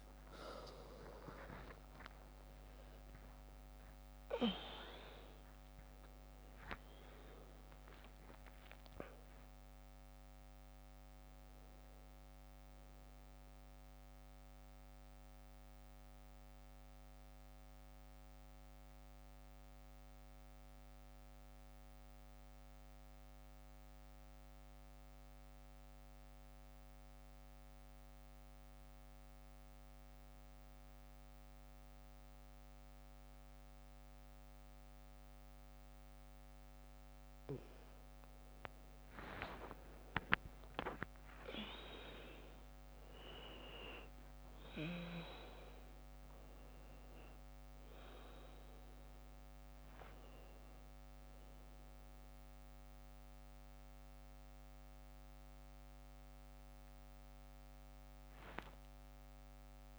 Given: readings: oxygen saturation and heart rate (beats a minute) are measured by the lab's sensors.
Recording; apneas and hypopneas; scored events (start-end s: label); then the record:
breathing in sleep by a microphone on the trachea; 1
0.00-26.50 s: oxygen desaturation (device-marked, oxygen 88% lowest, heart rate 50 extreme)
18.00-38.00 s: mixed apnea (oxygen 99% before, 88% lowest, heart rate 60 before, 52 extreme, up 7 after)
42.50-59.99 s: oxygen desaturation (device-marked, oxygen 100% before, 90% lowest, heart rate 53 before, 50 extreme)
46.50-59.99 s: new sleep stage, awake
From the record:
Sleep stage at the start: N2 (light sleep); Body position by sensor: on the back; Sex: female